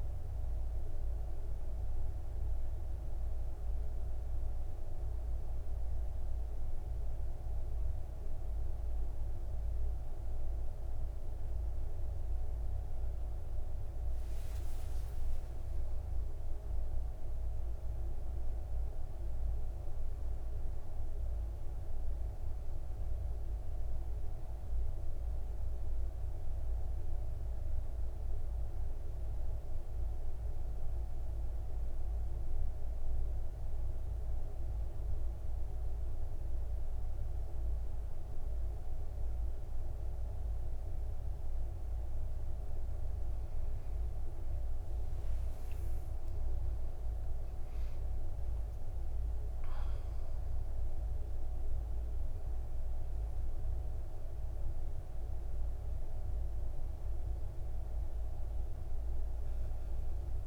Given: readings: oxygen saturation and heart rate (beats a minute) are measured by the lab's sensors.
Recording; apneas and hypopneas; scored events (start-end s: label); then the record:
breathing in sleep, hard to hear, by a room microphone; 2
0.00-7.50 s: oxygen desaturation (device-marked, oxygen 94% lowest, heart rate 53 extreme)
2.00-14.50 s: central apnea (oxygen 99% before, 91% lowest, heart rate 69 before, 53 extreme, up 13 after)
15.50-19.00 s: arousal
22.50-28.50 s: oxygen desaturation (device-marked, oxygen 99% before, 94% lowest, heart rate 60 before, 53 extreme)
25.50-43.50 s: central apnea (oxygen 100% before, 91% lowest, heart rate 60 before, 53 extreme, up 26 after)
30.50-36.50 s: oxygen desaturation (device-marked, oxygen 98% before, 94% lowest, heart rate 61 before, 55 extreme)
44.50-46.50 s: long interval between heartbeats (device-marked, heart rate 57 before, 69 extreme)
45.50-60.47 s: oxygen desaturation (device-marked, oxygen 98% before, 91% lowest, heart rate 57 before, 54 extreme)
46.00-50.00 s: arousal
From the record:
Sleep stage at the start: N2 (light sleep); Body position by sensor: on the back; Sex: male